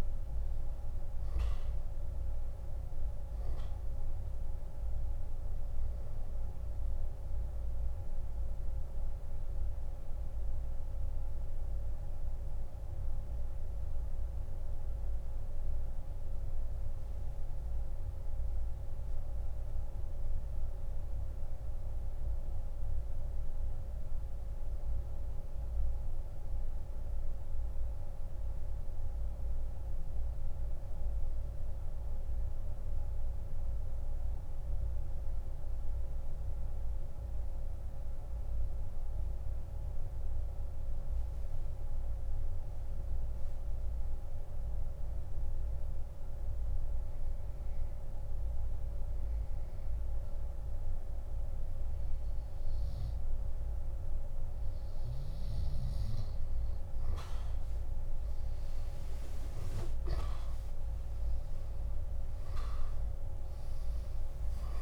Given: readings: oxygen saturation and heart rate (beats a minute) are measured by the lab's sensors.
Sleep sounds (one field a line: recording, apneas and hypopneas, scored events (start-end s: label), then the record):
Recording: breathing in sleep, hard to hear, by a room microphone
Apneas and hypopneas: 1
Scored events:
2.00-24.00 s: oxygen desaturation (device-marked, oxygen 96% before, 91% lowest, heart rate 39 before, 31 extreme)
10.50-52.50 s: mixed apnea (oxygen 97% before, 86% lowest, heart rate 34 before, 39 extreme, up 10 after)
33.00-42.00 s: oxygen desaturation (device-marked, oxygen 92% before, 86% lowest, heart rate 56 before, 39 extreme)
61.00-64.82 s: oxygen desaturation (device-marked, oxygen 97% before, 92% lowest, heart rate 63 before, 29 extreme)
63.00-64.82 s: arousal
From the record:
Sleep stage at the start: N2 (light sleep)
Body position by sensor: on the back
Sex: male